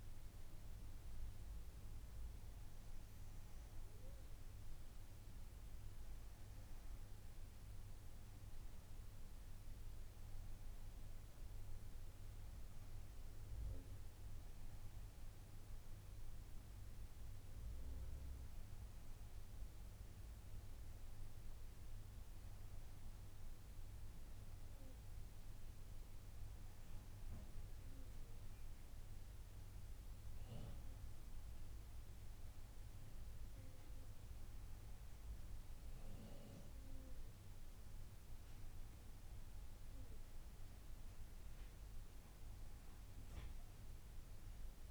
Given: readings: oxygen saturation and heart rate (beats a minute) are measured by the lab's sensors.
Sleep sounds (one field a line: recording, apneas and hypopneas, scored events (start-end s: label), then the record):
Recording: breathing in sleep, hard to hear, by a room microphone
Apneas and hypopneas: none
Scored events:
none scored
From the record:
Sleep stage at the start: N2 (light sleep)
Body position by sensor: on the front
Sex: female